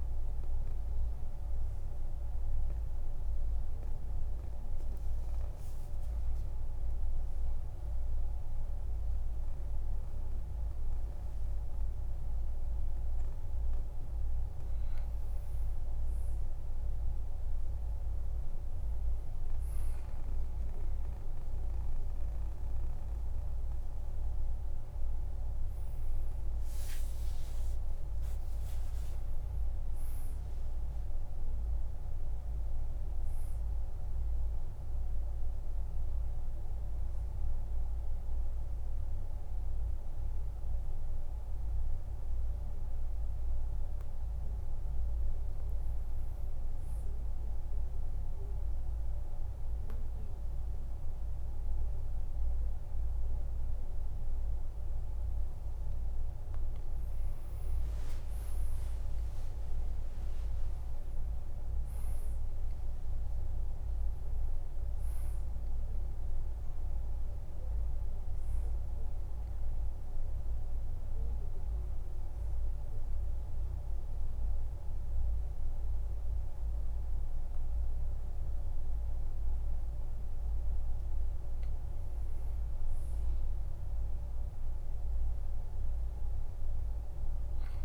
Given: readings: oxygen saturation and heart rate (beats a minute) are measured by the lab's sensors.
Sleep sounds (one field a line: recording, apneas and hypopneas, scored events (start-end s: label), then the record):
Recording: a person partly awake in a sleep study, hard to hear, by a room microphone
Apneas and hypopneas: 2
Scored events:
9.50-87.85 s: new sleep stage, N2 (light sleep)
20.50-36.50 s: oxygen desaturation (device-marked, oxygen 98% before, 94% lowest, heart rate 56 before, 49 extreme)
21.50-23.50 s: long interval between heartbeats (device-marked, heart rate 56 before, 66 extreme)
28.00-30.00 s: long interval between heartbeats (device-marked, heart rate 60 before, 85 extreme)
47.00-57.00 s: obstructive apnea (oxygen 97% before, 95% lowest, heart rate 65 before, 49 extreme, up 15 after)
58.50-63.00 s: arousal
72.50-82.50 s: mixed apnea (oxygen 97% before, 88% lowest, heart rate 59 before, 49 extreme, up 6 after)
From the record:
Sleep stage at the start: awake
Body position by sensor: on the back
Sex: male